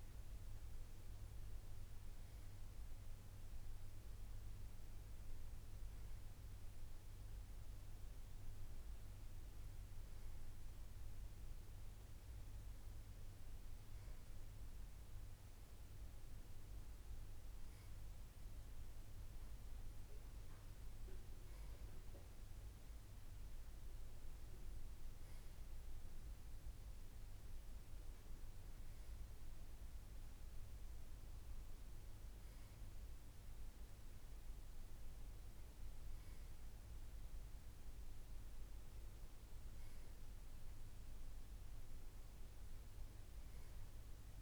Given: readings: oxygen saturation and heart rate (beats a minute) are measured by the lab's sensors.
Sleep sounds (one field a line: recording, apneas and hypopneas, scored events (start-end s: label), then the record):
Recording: breathing in sleep, hard to hear, by a room microphone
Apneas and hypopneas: none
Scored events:
none scored
From the record:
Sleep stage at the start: N2 (light sleep)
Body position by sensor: on the back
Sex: male